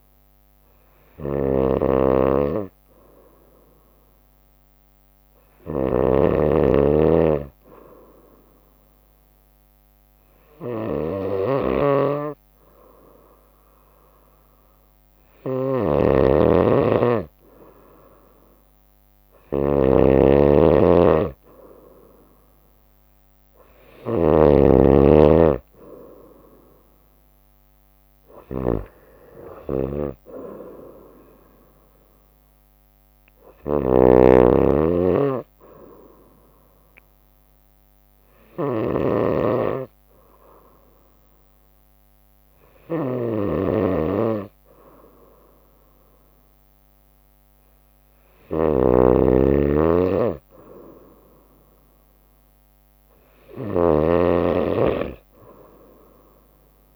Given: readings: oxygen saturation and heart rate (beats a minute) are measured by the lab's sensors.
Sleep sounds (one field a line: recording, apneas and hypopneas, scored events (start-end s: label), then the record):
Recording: breathing in sleep by a microphone on the trachea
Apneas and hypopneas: 2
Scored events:
0.00-56.96 s: snoring (device-marked)
8.50-19.50 s: obstructive apnea (oxygen 95% before, 93% lowest, heart rate 63 before, 64 extreme, up 2 after)
21.50-25.00 s: arousal
36.50-48.50 s: obstructive apnea (oxygen 95% before, 93% lowest, heart rate 66 before, 64 extreme, up 2 after)
51.00-54.00 s: arousal
From the record:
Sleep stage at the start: N2 (light sleep)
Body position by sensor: on the right side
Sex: female